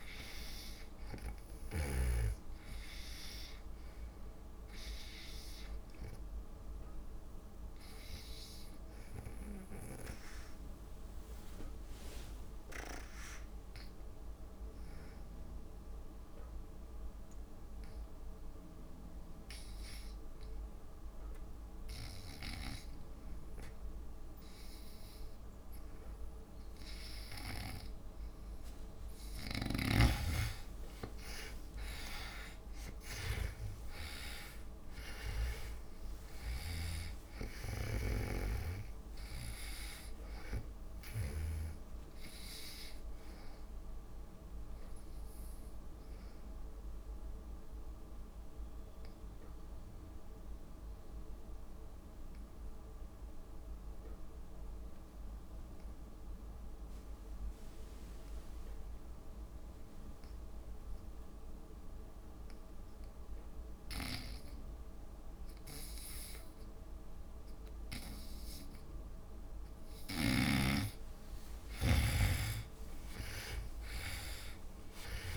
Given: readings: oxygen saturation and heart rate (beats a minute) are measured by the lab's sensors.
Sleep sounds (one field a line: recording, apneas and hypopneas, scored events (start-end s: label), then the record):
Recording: breathing in sleep by a room microphone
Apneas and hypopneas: 2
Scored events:
0.00-2.50 s: snoring (device-marked)
0.00-4.50 s: oxygen desaturation (device-marked, oxygen 68% lowest)
9.50-28.00 s: obstructive apnea (oxygen 97% before, 75% lowest)
27.50-50.50 s: oxygen desaturation (device-marked, oxygen 97% before, 83% lowest)
30.50-34.50 s: arousal
45.50-68.50 s: obstructive apnea (oxygen 97% before, 75% lowest)
62.50-75.37 s: oxygen desaturation (device-marked, oxygen 98% before, 75% lowest)
72.00-75.37 s: arousal
From the record:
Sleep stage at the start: N2 (light sleep)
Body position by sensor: on the back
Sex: female